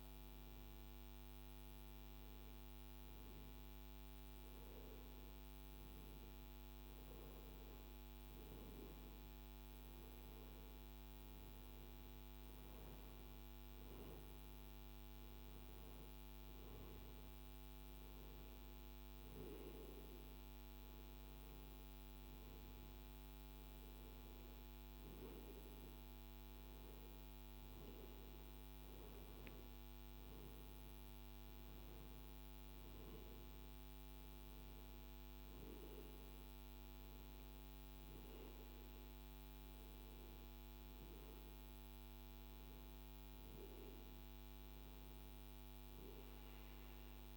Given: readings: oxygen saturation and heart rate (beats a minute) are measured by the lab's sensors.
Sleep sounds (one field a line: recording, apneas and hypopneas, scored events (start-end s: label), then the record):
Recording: breathing in sleep, hard to hear, by a microphone on the trachea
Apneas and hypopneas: none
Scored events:
none scored
From the record:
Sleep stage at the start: N2 (light sleep)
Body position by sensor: on the right side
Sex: male